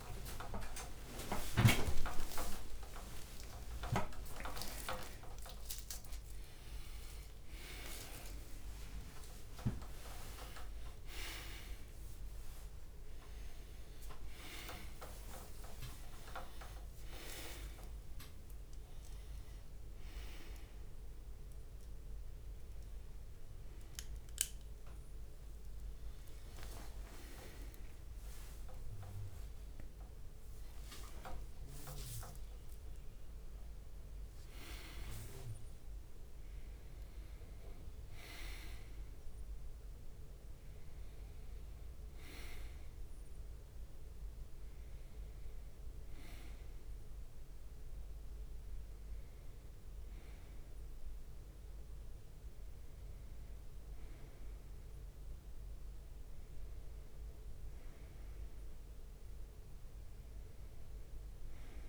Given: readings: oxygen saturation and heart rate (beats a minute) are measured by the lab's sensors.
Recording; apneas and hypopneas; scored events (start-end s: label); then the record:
a person awake in a sleep study, by a room microphone; none
0.00-1.50 s: long interval between heartbeats (device-marked, heart rate 40 extreme)
0.00-10.00 s: bradycardia (device-marked)
0.50-5.50 s: leg movement (device-marked)
4.00-5.00 s: drop in pulse transit time (device-marked, heart rate 45 before, 40 extreme)
8.50-10.50 s: long interval between heartbeats (device-marked)
11.00-13.00 s: long interval between heartbeats (device-marked, heart rate 32 before, 36 extreme)
14.50-19.00 s: leg movement (device-marked)
15.00-17.00 s: long interval between heartbeats (device-marked, heart rate 36 before, 69 extreme)
15.00-22.00 s: bradycardia (device-marked, heart rate 66 before, 35 extreme)
15.00-24.00 s: drop in pulse transit time (device-marked, heart rate 36 before, 35 extreme)
20.00-22.00 s: long interval between heartbeats (device-marked, heart rate 44 before, 59 extreme)
23.00-25.00 s: long interval between heartbeats (device-marked, heart rate 47 before, 51 extreme)
27.00-32.00 s: tachycardia (device-marked, heart rate 66 before, 122 extreme)
27.50-29.50 s: long interval between heartbeats (device-marked, heart rate 51 before, 82 extreme)
28.00-30.00 s: leg movement (device-marked)
29.50-31.50 s: long interval between heartbeats (device-marked, heart rate 58 before, 100 extreme)
30.50-33.50 s: leg movement (device-marked)
33.00-35.00 s: long interval between heartbeats (device-marked, heart rate 74 before, 107 extreme)
36.00-38.00 s: long interval between heartbeats (device-marked, heart rate 77 before, 77 extreme)
38.00-47.00 s: tachycardia (device-marked, heart rate 67 before, 106 extreme)
39.00-46.00 s: drop in pulse transit time (device-marked, heart rate 80 before, 79 extreme)
40.00-42.00 s: long interval between heartbeats (device-marked, heart rate 82 before, 88 extreme)
47.00-53.00 s: bradycardia (device-marked)
47.50-50.00 s: leg movement (device-marked)
From the record:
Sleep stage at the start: awake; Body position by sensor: on the right side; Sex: male